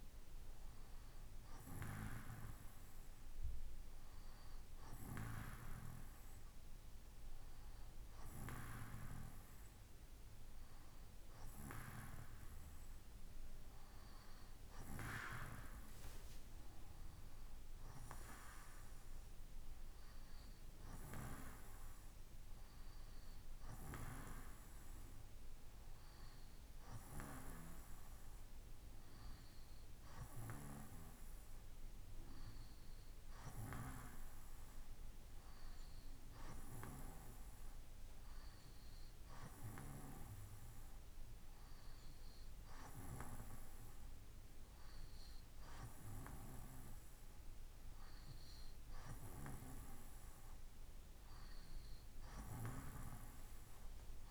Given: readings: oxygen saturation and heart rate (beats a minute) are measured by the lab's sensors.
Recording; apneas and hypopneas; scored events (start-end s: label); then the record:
breathing in sleep by a room microphone; none
none scored
From the record:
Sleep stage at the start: N2 (light sleep); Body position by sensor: on the right side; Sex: male